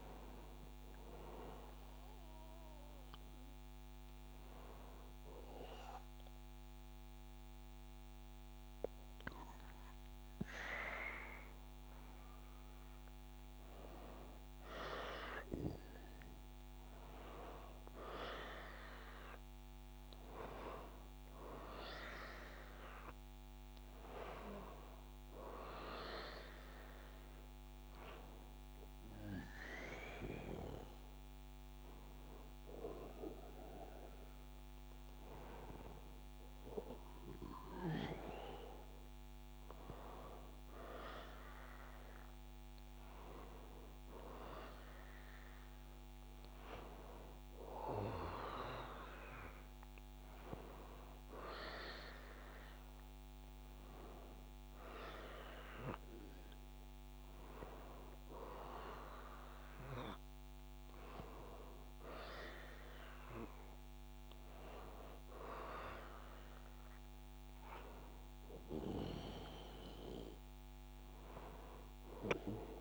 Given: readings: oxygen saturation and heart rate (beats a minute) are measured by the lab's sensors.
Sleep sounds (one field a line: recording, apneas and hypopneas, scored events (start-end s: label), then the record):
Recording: breathing in sleep by a microphone on the trachea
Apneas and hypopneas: 1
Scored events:
4.00-14.00 s: obstructive apnea (oxygen 98% before, 93% lowest, heart rate 64 before, 62 extreme, up 1 after)
17.00-22.00 s: arousal
30.50-42.50 s: oxygen desaturation (device-marked, oxygen 96% before, 93% lowest, heart rate 63 before, 63 extreme)
From the record:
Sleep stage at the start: N1 (lightest sleep)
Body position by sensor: on the back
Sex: male